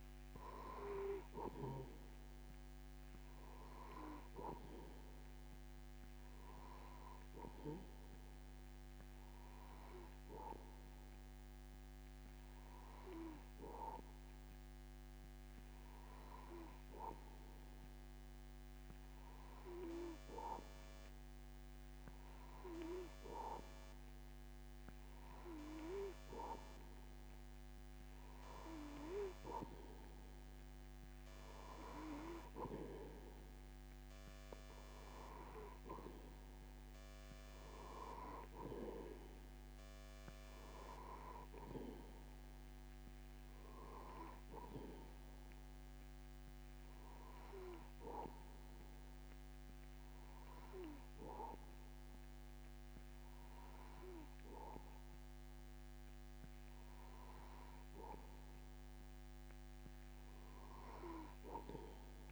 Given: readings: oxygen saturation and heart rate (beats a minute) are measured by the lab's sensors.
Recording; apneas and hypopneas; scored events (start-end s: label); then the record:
breathing in sleep by a microphone on the trachea; none
none scored
From the record:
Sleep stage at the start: N2 (light sleep); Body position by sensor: on the back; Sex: male